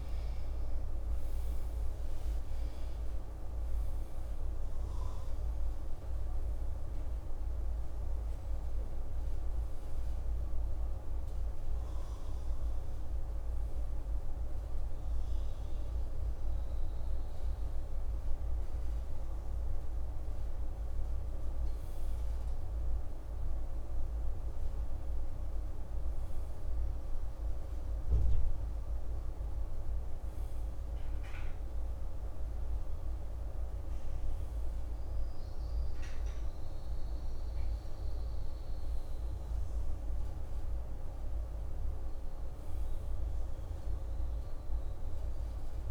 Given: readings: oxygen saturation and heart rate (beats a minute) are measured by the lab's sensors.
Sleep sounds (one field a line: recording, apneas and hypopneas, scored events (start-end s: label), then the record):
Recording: breathing in sleep, hard to hear, by a room microphone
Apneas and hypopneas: none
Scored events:
9.50-39.50 s: new sleep stage, N1 (lightest sleep)
39.50-45.91 s: new sleep stage, N2 (light sleep)
From the record:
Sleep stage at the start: N2 (light sleep)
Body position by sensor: on the right side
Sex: male